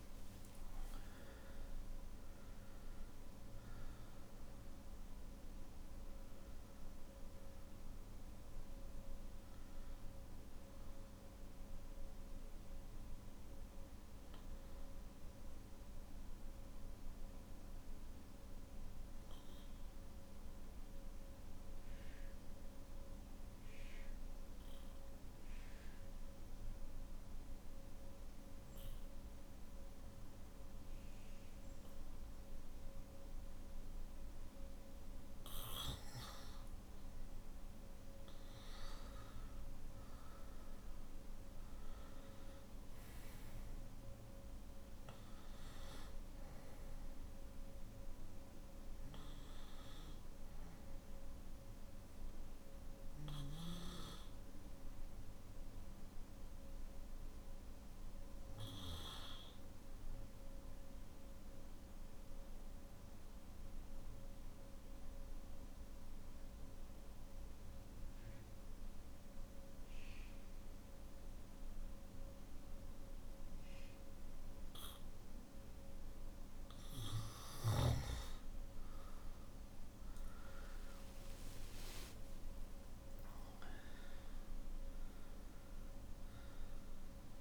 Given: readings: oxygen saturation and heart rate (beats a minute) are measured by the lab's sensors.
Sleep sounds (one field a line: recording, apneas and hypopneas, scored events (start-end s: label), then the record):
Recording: breathing in sleep, hard to hear, by a room microphone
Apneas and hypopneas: 2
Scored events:
0.00-25.00 s: oxygen desaturation (device-marked, oxygen 91% lowest, heart rate 49 extreme)
16.00-35.50 s: obstructive apnea (oxygen 98% before, 91% lowest, heart rate 55 before, 50 extreme, up 9 after)
40.00-63.00 s: oxygen desaturation (device-marked, oxygen 98% before, 93% lowest, heart rate 52 before, 49 extreme)
54.50-76.50 s: obstructive apnea (oxygen 98% before, 91% lowest, heart rate 55 before, 49 extreme, up 11 after)
68.00-87.41 s: new sleep stage, N3 (deep sleep)
78.00-87.41 s: oxygen desaturation (device-marked, oxygen 98% before, 91% lowest, heart rate 50 before, 49 extreme)
From the record:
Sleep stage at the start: N1 (lightest sleep)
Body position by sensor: on the back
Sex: male